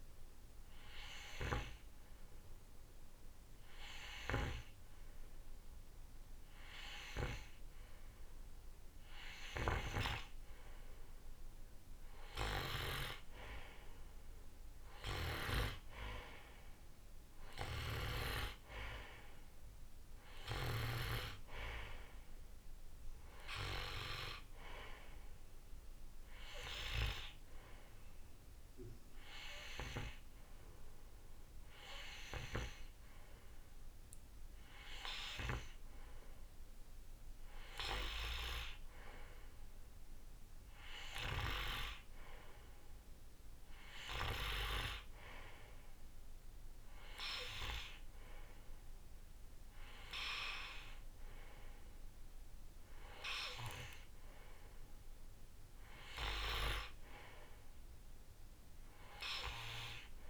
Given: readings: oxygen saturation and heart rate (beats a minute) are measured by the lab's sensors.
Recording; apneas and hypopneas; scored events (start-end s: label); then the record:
breathing in sleep by a room microphone; none
none scored
From the record:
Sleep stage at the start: N2 (light sleep); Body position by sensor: on the right side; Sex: male